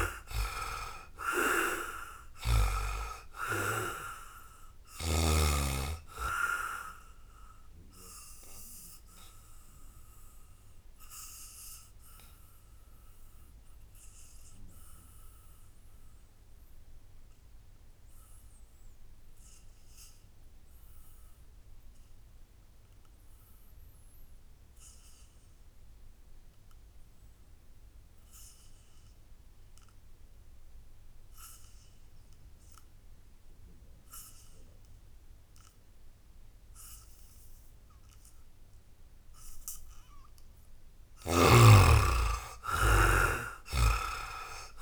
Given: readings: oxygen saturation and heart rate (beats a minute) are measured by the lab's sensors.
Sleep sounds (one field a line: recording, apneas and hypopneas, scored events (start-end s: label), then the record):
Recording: breathing in sleep by a room microphone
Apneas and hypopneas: 1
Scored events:
0.00-21.50 s: oxygen desaturation (device-marked, oxygen 68% lowest, heart rate 56 extreme)
7.00-40.00 s: obstructive apnea (oxygen 95% before, 68% lowest, heart rate 65 before, 67 extreme, up 14 after)
23.50-44.82 s: oxygen desaturation (device-marked, oxygen 98% before, 69% lowest, heart rate 85 before, 54 extreme)
41.50-44.82 s: arousal
From the record:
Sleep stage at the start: N2 (light sleep)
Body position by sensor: on the back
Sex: male